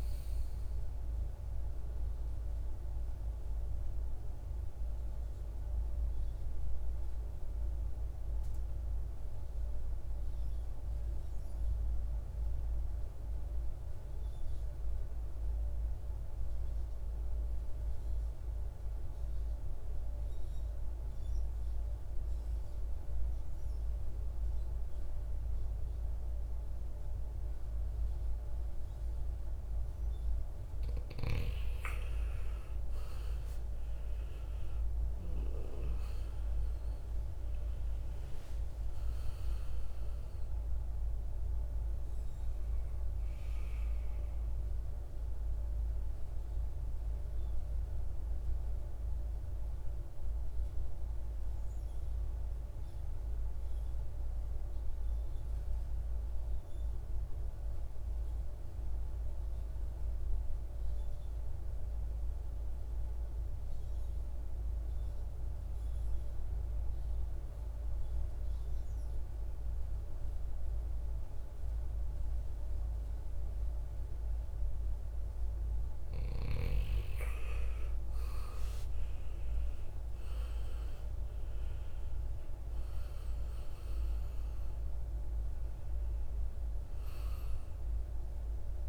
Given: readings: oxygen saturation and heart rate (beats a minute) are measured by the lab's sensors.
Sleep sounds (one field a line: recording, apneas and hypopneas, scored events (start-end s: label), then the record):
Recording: breathing in sleep, hard to hear, by a room microphone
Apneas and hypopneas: 2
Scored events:
0.00-14.00 s: oxygen desaturation (device-marked, oxygen 91% lowest, heart rate 53 extreme)
2.50-28.50 s: obstructive apnea (oxygen 98% before, 88% lowest, heart rate 63 before, 53 extreme, up 17 after)
29.00-55.00 s: oxygen desaturation (device-marked, oxygen 98% before, 88% lowest, heart rate 55 before, 53 extreme)
31.00-35.00 s: arousal
49.50-74.50 s: mixed apnea (oxygen 98% before, 88% lowest, heart rate 65 before, 53 extreme, up 19 after)
76.00-88.89 s: oxygen desaturation (device-marked, oxygen 98% before, 88% lowest, heart rate 55 before, 55 extreme)
76.50-80.50 s: arousal
From the record:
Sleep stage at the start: N2 (light sleep)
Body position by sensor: on the right side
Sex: male